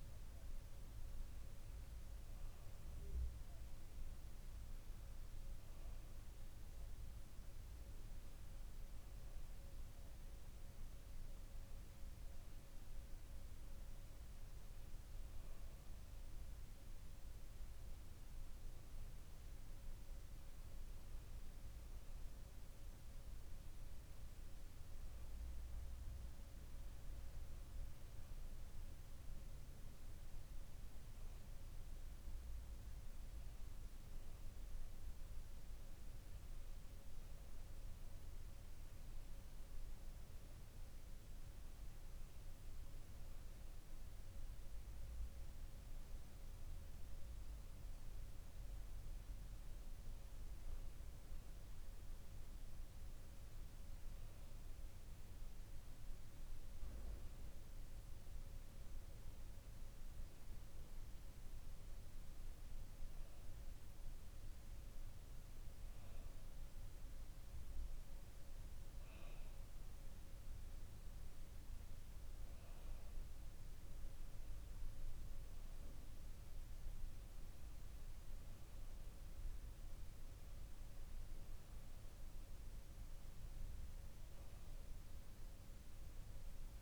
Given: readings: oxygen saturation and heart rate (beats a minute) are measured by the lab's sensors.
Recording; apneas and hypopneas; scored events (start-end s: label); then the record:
breathing in sleep, hard to hear, by a room microphone; none
none scored
From the record:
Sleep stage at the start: N2 (light sleep); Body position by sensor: on the back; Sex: male